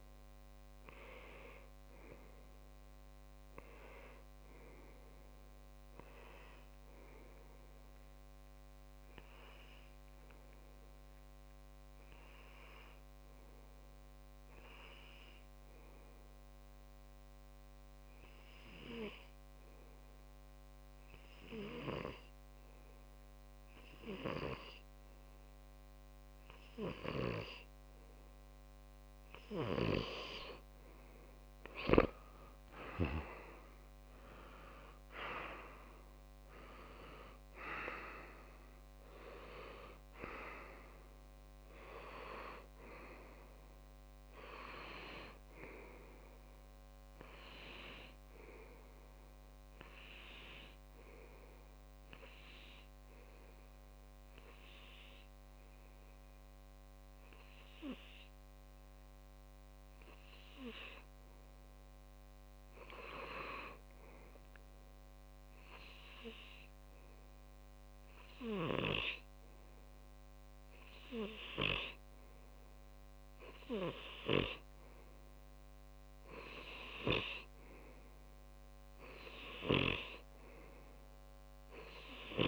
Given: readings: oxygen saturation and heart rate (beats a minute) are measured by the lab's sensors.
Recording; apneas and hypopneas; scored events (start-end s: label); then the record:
breathing in sleep by a microphone on the trachea; 2
0.00-82.47 s: tachycardia (device-marked)
2.00-4.00 s: long interval between heartbeats (device-marked, heart rate 151 before, 130 extreme)
3.50-6.50 s: arousal
5.00-7.00 s: long interval between heartbeats (device-marked, heart rate 150 before, 140 extreme)
8.50-10.50 s: long interval between heartbeats (device-marked, heart rate 149 before, 159 extreme)
10.00-28.00 s: hypopnea (oxygen 99% before, 94% lowest, heart rate 149 before, 138 extreme, up 23 after)
14.50-16.50 s: long interval between heartbeats (device-marked, heart rate 149 before, 167 extreme)
17.00-19.00 s: long interval between heartbeats (device-marked, heart rate 150 before, 183 extreme)
19.50-21.50 s: long interval between heartbeats (device-marked, heart rate 158 before, 189 extreme)
23.50-25.50 s: long interval between heartbeats (device-marked, heart rate 169 before, 159 extreme)
29.50-31.50 s: long interval between heartbeats (device-marked, heart rate 176 before, 156 extreme)
29.50-42.50 s: oxygen desaturation (device-marked, oxygen 98% before, 94% lowest, heart rate 176 before, 138 extreme)
31.50-33.50 s: long interval between heartbeats (device-marked, heart rate 176 before, 147 extreme)
33.00-37.00 s: arousal
34.50-36.50 s: long interval between heartbeats (device-marked, heart rate 174 before, 138 extreme)
36.50-38.50 s: long interval between heartbeats (device-marked, heart rate 172 before, 164 extreme)
41.00-43.00 s: long interval between heartbeats (device-marked, heart rate 167 before, 176 extreme)
46.00-48.00 s: long interval between heartbeats (device-marked, heart rate 169 before, 189 extreme)
51.50-62.00 s: obstructive apnea (oxygen 98% before, 93% lowest, heart rate 170 before, 150 extreme, up 40 after)
53.50-55.50 s: long interval between heartbeats (device-marked, heart rate 169 before, 153 extreme)
56.00-58.00 s: long interval between heartbeats (device-marked, heart rate 169 before, 142 extreme)
60.00-62.00 s: long interval between heartbeats (device-marked, heart rate 167 before, 158 extreme)
63.50-65.50 s: long interval between heartbeats (device-marked, heart rate 162 before, 150 extreme)
65.00-69.00 s: arousal
66.00-68.00 s: long interval between heartbeats (device-marked, heart rate 160 before, 157 extreme)
75.00-77.00 s: long interval between heartbeats (device-marked, heart rate 165 before, 176 extreme)
77.00-79.00 s: long interval between heartbeats (device-marked, heart rate 167 before, 186 extreme)
80.50-82.47 s: long interval between heartbeats (device-marked, heart rate 173 before, 166 extreme)
From the record:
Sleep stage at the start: N2 (light sleep); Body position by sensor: on the left side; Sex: male